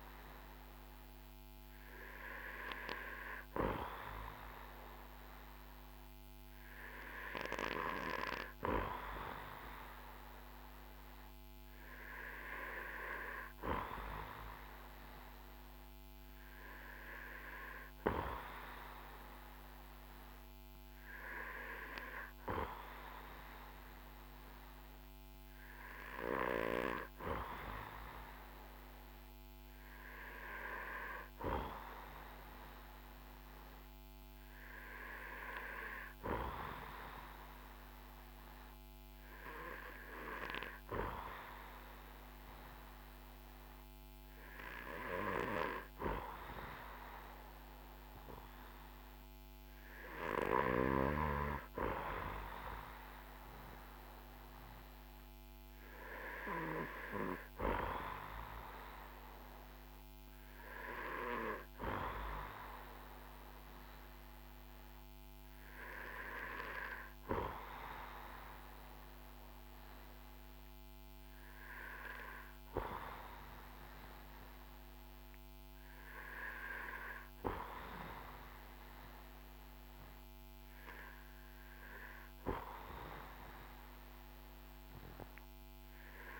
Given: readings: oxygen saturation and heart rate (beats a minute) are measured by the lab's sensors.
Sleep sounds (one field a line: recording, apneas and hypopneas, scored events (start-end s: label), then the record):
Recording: breathing in sleep by a microphone on the trachea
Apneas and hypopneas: none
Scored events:
none scored
From the record:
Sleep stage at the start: N2 (light sleep)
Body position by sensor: on the back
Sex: male